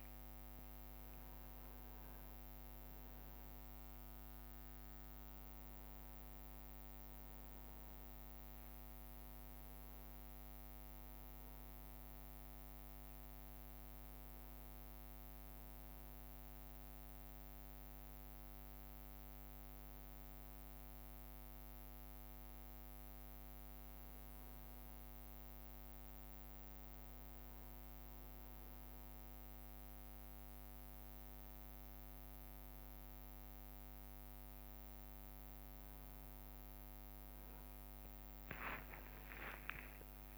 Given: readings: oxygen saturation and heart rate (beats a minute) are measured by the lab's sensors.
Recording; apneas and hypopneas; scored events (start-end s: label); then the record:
breathing in sleep, hard to hear, by a microphone on the trachea; none
1.50-3.50 s: long interval between heartbeats (device-marked, heart rate 66 before, 76 extreme)
36.00-40.38 s: leg movement (device-marked)
38.50-40.38 s: arousal
38.50-40.38 s: tachycardia (device-marked, heart rate 70 before, 124 extreme)
From the record:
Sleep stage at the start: N1 (lightest sleep); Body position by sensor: on the back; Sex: male